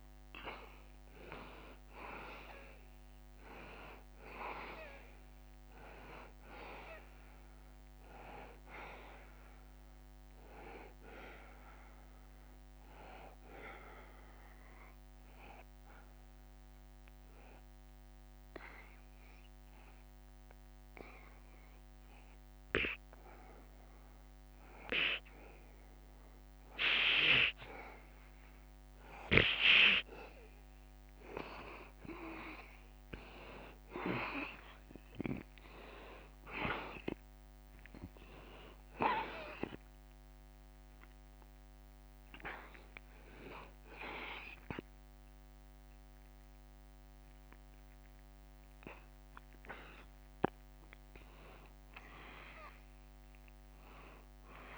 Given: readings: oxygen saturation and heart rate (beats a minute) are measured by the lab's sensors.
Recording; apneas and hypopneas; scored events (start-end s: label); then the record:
breathing in sleep by a microphone on the trachea; 1
4.00-7.50 s: arousal
8.50-26.50 s: oxygen desaturation (device-marked, oxygen 95% before, 90% lowest, heart rate 80 before, 77 extreme)
10.50-30.50 s: hypopnea (oxygen 95% before, 89% lowest, heart rate 80 before, 77 extreme, up 3 after)
32.00-37.00 s: arousal
40.50-52.50 s: drop in pulse transit time (device-marked, heart rate 79 before, 81 extreme)
41.50-54.50 s: oxygen desaturation (device-marked, oxygen 94% before, 89% lowest, heart rate 79 before, 78 extreme)
From the record:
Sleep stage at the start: N2 (light sleep); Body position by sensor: on the back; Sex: male